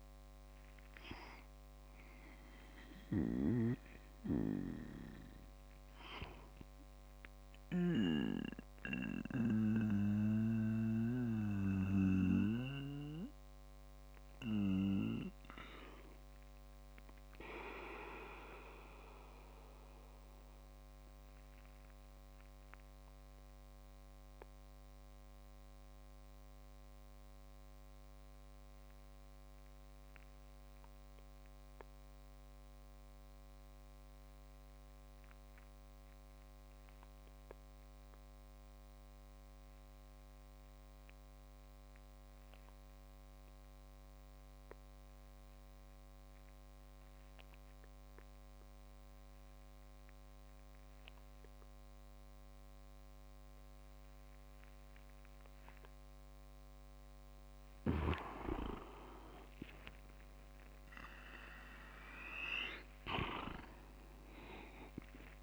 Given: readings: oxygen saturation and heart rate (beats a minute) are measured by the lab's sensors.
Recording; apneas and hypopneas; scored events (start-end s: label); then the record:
breathing in sleep by a microphone on the trachea; 1
0.00-9.00 s: oxygen desaturation (device-marked, oxygen 90% lowest)
3.00-8.00 s: snoring (device-marked)
9.50-56.00 s: obstructive apnea (oxygen 95% before, 86% lowest)
11.00-25.00 s: oxygen desaturation (device-marked, oxygen 92% before, 86% lowest)
45.00-59.00 s: oxygen desaturation (device-marked, oxygen 98% before, 94% lowest)
57.50-61.00 s: arousal
61.00-65.43 s: oxygen desaturation (device-marked, oxygen 96% before, 91% lowest)
From the record:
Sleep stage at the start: N2 (light sleep); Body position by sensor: on the back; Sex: male